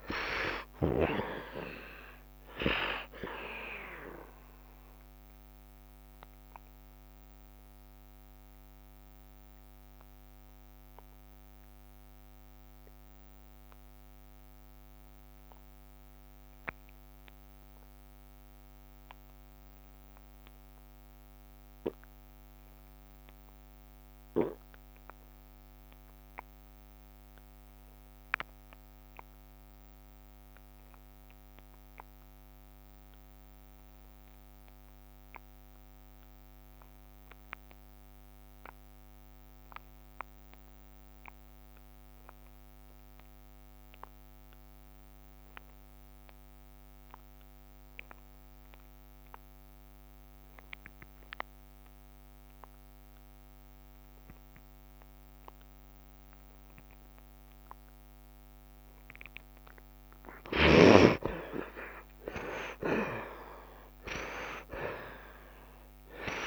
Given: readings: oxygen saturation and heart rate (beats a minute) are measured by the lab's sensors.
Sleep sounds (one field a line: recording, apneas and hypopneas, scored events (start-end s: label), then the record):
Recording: breathing in sleep by a microphone on the trachea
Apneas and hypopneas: 1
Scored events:
0.00-2.00 s: arousal
0.00-20.50 s: oxygen desaturation (device-marked, oxygen 62% lowest, heart rate 64 extreme)
5.50-59.00 s: mixed apnea (oxygen 90% before, 57% lowest, heart rate 70 before, 64 extreme, up 5 after)
22.50-66.47 s: oxygen desaturation (device-marked, oxygen 93% before, 57% lowest, heart rate 69 before, 66 extreme)
60.50-65.50 s: arousal
From the record:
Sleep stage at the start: N2 (light sleep)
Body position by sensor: on the right side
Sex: male